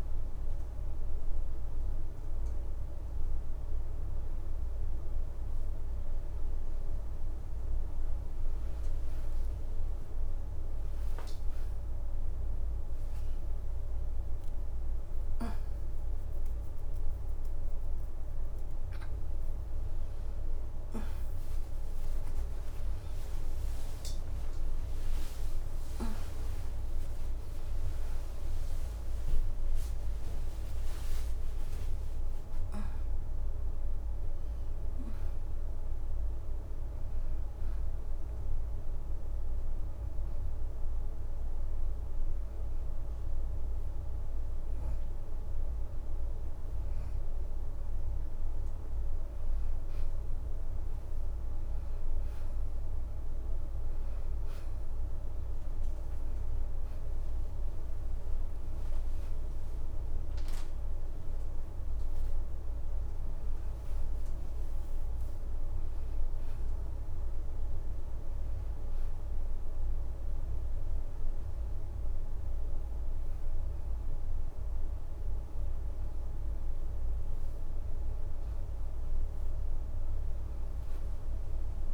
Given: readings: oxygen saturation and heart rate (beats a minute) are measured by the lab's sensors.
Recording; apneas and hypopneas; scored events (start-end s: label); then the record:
a person partly awake in a sleep study, hard to hear, by a room microphone; 1
0.00-9.00 s: oxygen desaturation (device-marked, oxygen 90% lowest, heart rate 84 extreme)
6.00-36.00 s: new sleep stage, N1 (lightest sleep)
17.00-27.00 s: oxygen desaturation (device-marked, oxygen 95% before, 91% lowest, heart rate 92 before, 73 extreme)
29.00-33.00 s: oxygen desaturation (device-marked, oxygen 95% before, 91% lowest, heart rate 118 before, 73 extreme)
36.00-81.94 s: new sleep stage, N2 (light sleep)
38.50-48.50 s: hypopnea (oxygen 95% before, 87% lowest, heart rate 115 before, 81 extreme, up 4 after)
50.50-51.50 s: leg movement (device-marked)
52.00-56.50 s: arousal
54.00-66.00 s: oxygen desaturation (device-marked, oxygen 94% before, 87% lowest, heart rate 81 before, 82 extreme)
56.50-61.50 s: leg movement (device-marked)
64.00-65.50 s: leg movement (device-marked)
71.00-78.00 s: oxygen desaturation (device-marked, oxygen 95% before, 92% lowest, heart rate 85 before, 82 extreme)
From the record:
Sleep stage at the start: awake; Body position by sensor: on the back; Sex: female